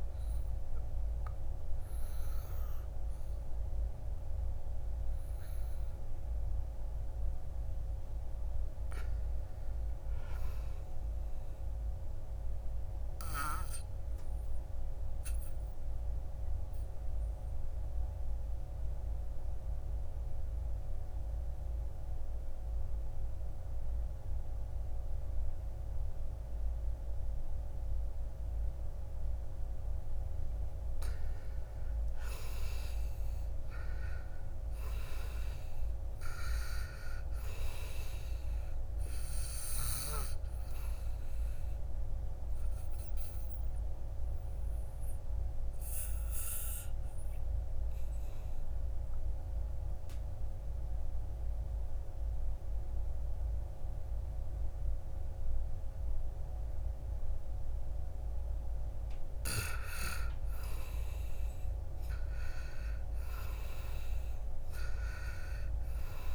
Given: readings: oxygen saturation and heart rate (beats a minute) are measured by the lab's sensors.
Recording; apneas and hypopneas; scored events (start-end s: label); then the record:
breathing in sleep by a room microphone; 2
0.00-12.50 s: oxygen desaturation (device-marked, oxygen 84% lowest, heart rate 57 extreme)
13.50-30.50 s: obstructive apnea (oxygen 98% before, 82% lowest, heart rate 62 before, 55 extreme, up 11 after)
23.50-30.50 s: oxygen desaturation (device-marked, oxygen 97% before, 92% lowest, heart rate 59 before, 55 extreme)
32.50-36.00 s: arousal
35.50-57.50 s: oxygen desaturation (device-marked, oxygen 94% before, 82% lowest, heart rate 60 before, 53 extreme)
39.50-58.00 s: obstructive apnea (oxygen 97% before, 82% lowest, heart rate 61 before, 53 extreme, up 12 after)
60.00-63.00 s: arousal
From the record:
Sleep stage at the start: N2 (light sleep); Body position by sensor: on the back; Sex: male